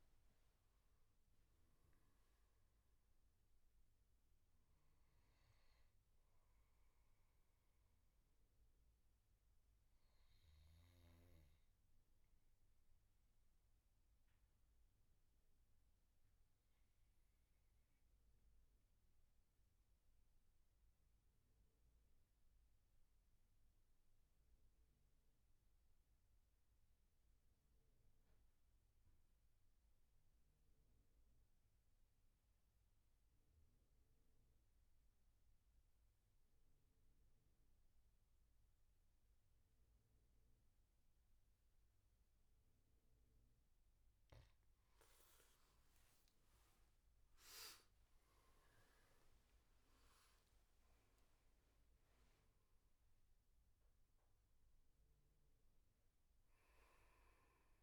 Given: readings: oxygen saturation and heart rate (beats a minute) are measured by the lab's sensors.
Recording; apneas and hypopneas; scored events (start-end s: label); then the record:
breathing in sleep, hard to hear, by a room microphone; 1
0.00-14.50 s: oxygen desaturation (device-marked, oxygen 93% lowest, heart rate 62 extreme)
8.00-42.00 s: obstructive apnea (oxygen 99% before, 90% lowest, heart rate 75 before, 65 extreme, up 20 after)
34.50-57.83 s: oxygen desaturation (device-marked, oxygen 99% before, 90% lowest, heart rate 69 before, 66 extreme)
45.00-49.50 s: arousal
From the record:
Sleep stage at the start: N2 (light sleep); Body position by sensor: on the back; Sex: male